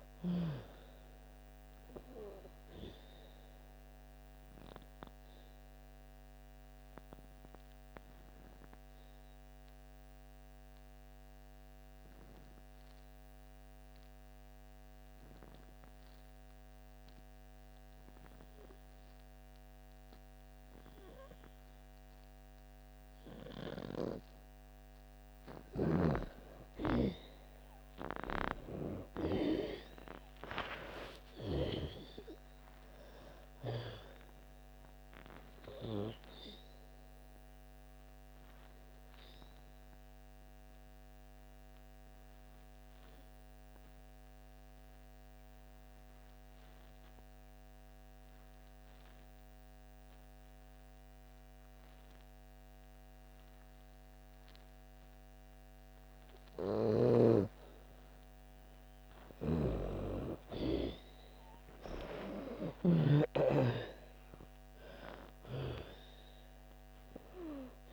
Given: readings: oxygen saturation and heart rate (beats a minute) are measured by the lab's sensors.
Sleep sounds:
breathing in sleep by a microphone on the trachea; 2
0.00-20.00 s: oxygen desaturation (device-marked, oxygen 86% lowest)
4.50-25.00 s: obstructive apnea (oxygen 98% before, 84% lowest)
22.00-50.00 s: oxygen desaturation (device-marked, oxygen 97% before, 84% lowest)
27.00-31.50 s: arousal
37.00-57.00 s: obstructive apnea (oxygen 97% before, 84% lowest)
59.00-62.50 s: snoring (device-marked)
59.00-67.93 s: oxygen desaturation (device-marked, oxygen 98% before, 84% lowest)
60.00-64.50 s: arousal
From the record:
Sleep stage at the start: N2 (light sleep); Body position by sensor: on the back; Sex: female

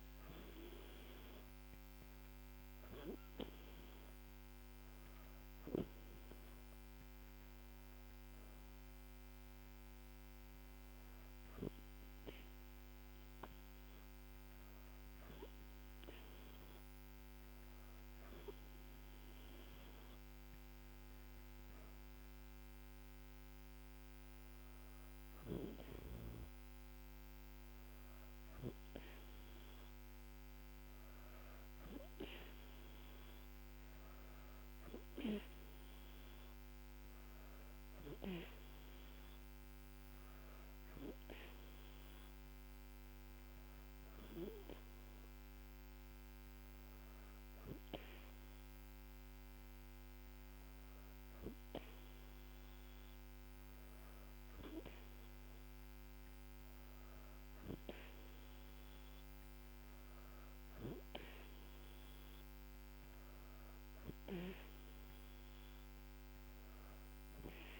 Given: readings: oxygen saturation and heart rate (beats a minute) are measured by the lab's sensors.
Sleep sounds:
breathing in sleep by a microphone on the trachea; none
none scored
From the record:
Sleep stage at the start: N2 (light sleep); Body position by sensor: on the back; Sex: female

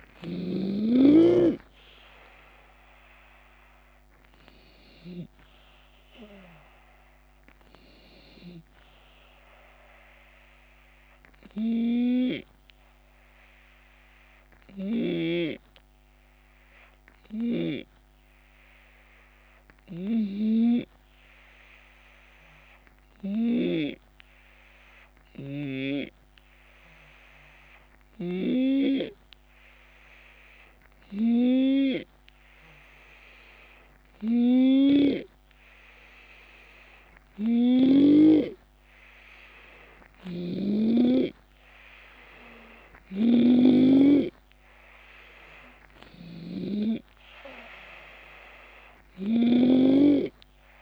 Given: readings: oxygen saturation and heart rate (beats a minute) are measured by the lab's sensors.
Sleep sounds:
breathing in sleep by a microphone on the trachea; 1
0.00-5.00 s: oxygen desaturation (device-marked, oxygen 94% before, 88% lowest, heart rate 69 before, 69 extreme)
0.00-13.00 s: drop in pulse transit time (device-marked, heart rate 72 before, 71 extreme)
11.00-31.00 s: hypopnea (oxygen 91% before, 87% lowest, heart rate 75 before, 69 extreme, up 2 after)
17.00-37.50 s: snoring (device-marked)
33.50-37.50 s: arousal
39.00-50.81 s: drop in pulse transit time (device-marked, heart rate 71 before, 72 extreme)
39.50-50.81 s: snoring (device-marked)
45.00-50.81 s: oxygen desaturation (device-marked, oxygen 93% before, 89% lowest, heart rate 72 before, 67 extreme)
From the record:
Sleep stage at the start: N2 (light sleep); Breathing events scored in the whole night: 321 in 4.1 hours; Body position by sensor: on the left side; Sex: male

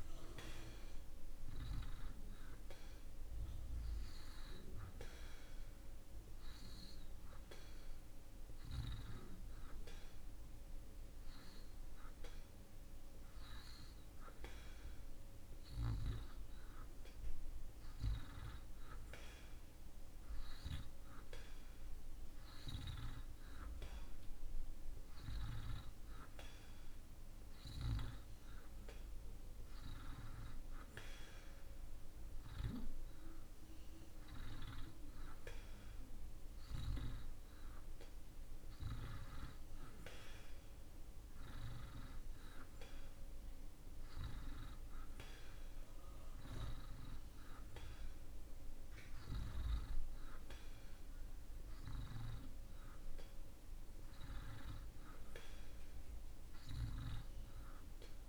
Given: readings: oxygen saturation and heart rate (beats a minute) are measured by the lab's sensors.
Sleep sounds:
breathing in sleep by a room microphone; none
none scored
From the record:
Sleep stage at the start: N2 (light sleep); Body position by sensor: on the back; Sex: male

